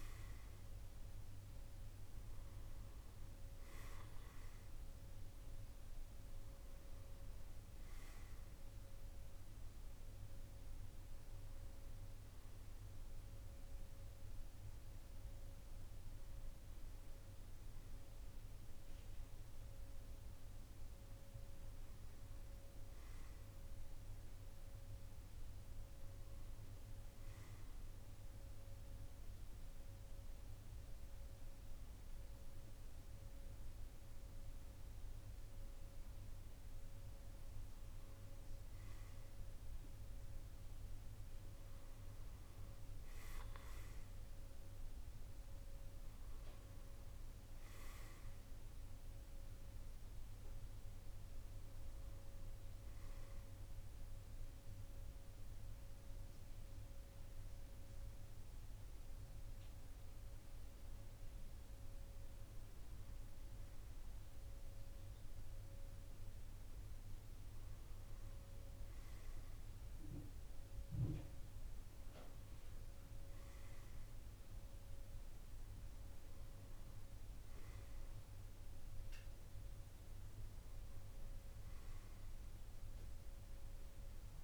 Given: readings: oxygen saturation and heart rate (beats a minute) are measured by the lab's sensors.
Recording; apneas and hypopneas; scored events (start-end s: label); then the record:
breathing in sleep, hard to hear, by a room microphone; 2
0.00-1.50 s: arousal
27.00-37.50 s: mixed apnea (oxygen 97% before, 94% lowest, heart rate 57 before, 53 extreme, up 5 after)
40.50-44.50 s: arousal
53.00-64.00 s: hypopnea (oxygen 97% before, 93% lowest, heart rate 56 before, 54 extreme, up 0 after)
68.00-71.50 s: arousal
From the record:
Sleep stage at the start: N2 (light sleep); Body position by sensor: on the back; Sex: male